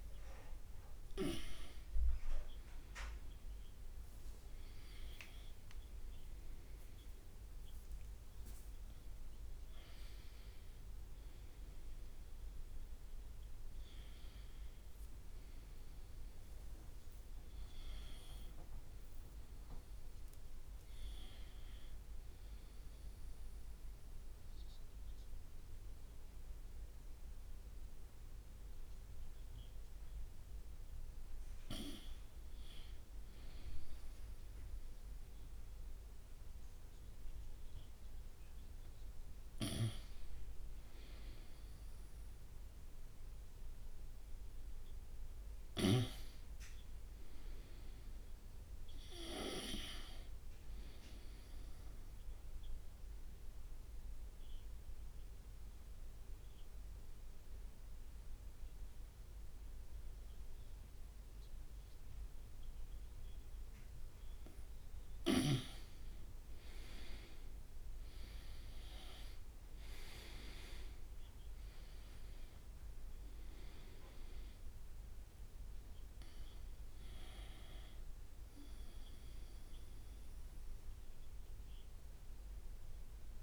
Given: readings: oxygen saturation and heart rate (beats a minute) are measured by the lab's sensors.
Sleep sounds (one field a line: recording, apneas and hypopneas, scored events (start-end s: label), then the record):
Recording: breathing in sleep by a room microphone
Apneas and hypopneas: 2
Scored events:
0.00-4.00 s: arousal
6.50-21.50 s: drop in pulse transit time (device-marked, heart rate 67 before, 68 extreme)
18.50-83.43 s: new sleep stage, N2 (light sleep)
23.00-33.00 s: obstructive apnea (oxygen 98% before, 90% lowest, heart rate 70 before, 59 extreme, up 2 after)
39.00-44.50 s: arousal
42.50-66.50 s: oxygen desaturation (device-marked, oxygen 96% before, 93% lowest, heart rate 62 before, 60 extreme)
53.00-65.00 s: obstructive apnea (oxygen 96% before, 90% lowest, heart rate 63 before, 60 extreme, up 8 after)
68.50-73.00 s: arousal
69.50-81.50 s: drop in pulse transit time (device-marked, heart rate 65 before, 67 extreme)
72.50-83.43 s: oxygen desaturation (device-marked, oxygen 95% before, 90% lowest, heart rate 66 before, 53 extreme)
From the record:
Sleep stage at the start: N1 (lightest sleep)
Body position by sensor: on the right side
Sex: male